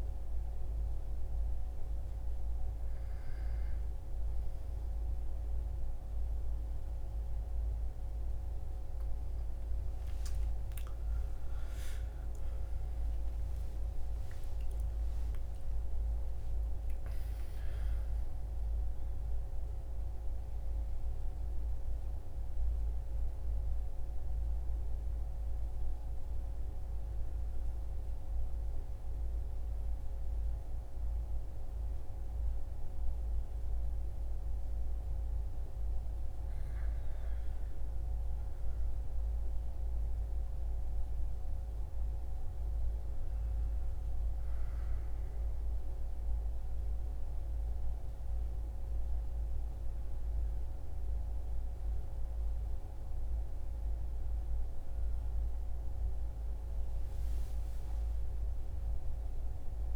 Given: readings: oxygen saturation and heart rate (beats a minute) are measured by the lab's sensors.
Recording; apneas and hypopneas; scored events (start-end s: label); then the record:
breathing in sleep, hard to hear, by a room microphone; none
9.50-15.00 s: arousal
From the record:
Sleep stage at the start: N1 (lightest sleep); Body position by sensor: on the back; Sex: male